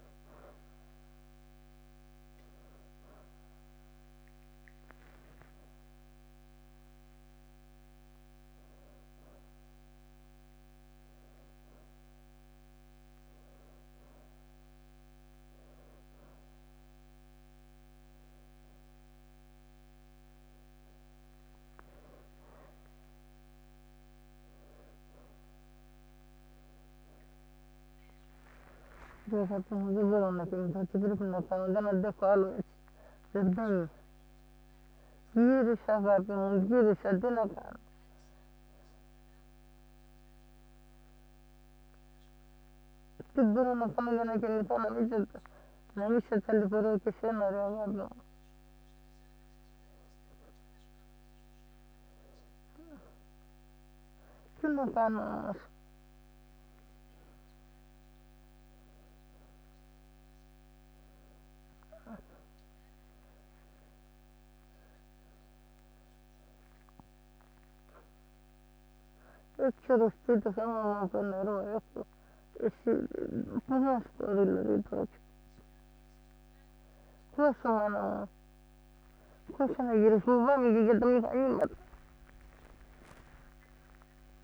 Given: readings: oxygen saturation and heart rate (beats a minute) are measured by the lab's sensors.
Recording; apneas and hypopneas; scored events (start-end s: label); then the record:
a person awake in a sleep study, by a microphone on the trachea; none
5.00-6.00 s: leg movement (device-marked)
29.50-36.50 s: snoring (device-marked)
33.00-84.44 s: new sleep stage, awake
From the record:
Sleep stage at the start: N1 (lightest sleep); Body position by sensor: on the right side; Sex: female